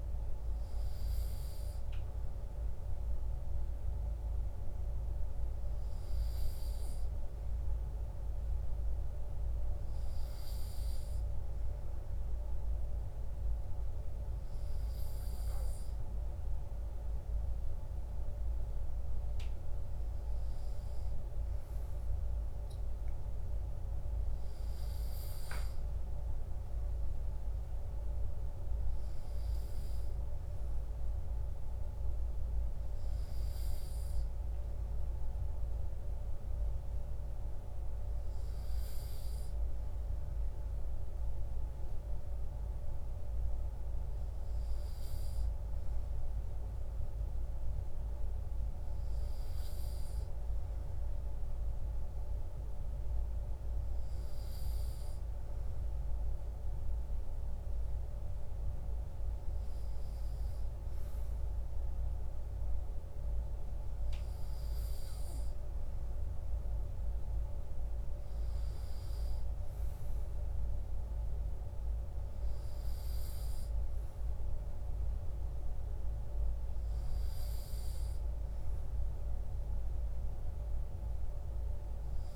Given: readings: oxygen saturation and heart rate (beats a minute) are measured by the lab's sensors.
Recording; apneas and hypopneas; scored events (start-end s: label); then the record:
breathing in sleep, hard to hear, by a room microphone; none
none scored
From the record:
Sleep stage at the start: N2 (light sleep); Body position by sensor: on the right side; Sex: male